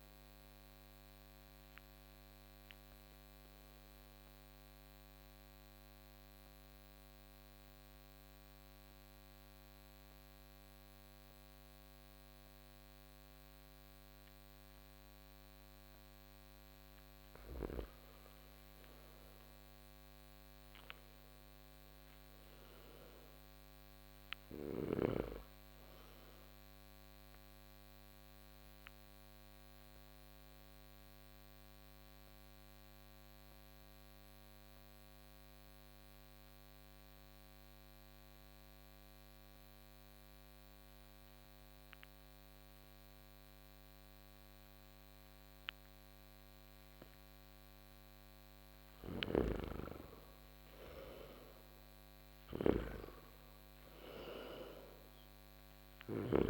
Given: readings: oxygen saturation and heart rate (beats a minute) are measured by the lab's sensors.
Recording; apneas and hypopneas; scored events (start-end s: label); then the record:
breathing in sleep by a microphone on the trachea; 2
0.00-21.50 s: oxygen desaturation (device-marked, oxygen 87% lowest)
1.00-17.00 s: central apnea (oxygen 97% before, 85% lowest)
19.50-23.00 s: arousal
27.00-48.00 s: mixed apnea (oxygen 98% before, 85% lowest)
33.50-44.50 s: oxygen desaturation (device-marked, oxygen 98% before, 92% lowest)
48.50-56.50 s: snoring (device-marked)
51.00-54.00 s: arousal
52.50-56.50 s: oxygen desaturation (device-marked, oxygen 97% before, 85% lowest)
From the record:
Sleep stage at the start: N2 (light sleep); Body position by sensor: on the back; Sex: male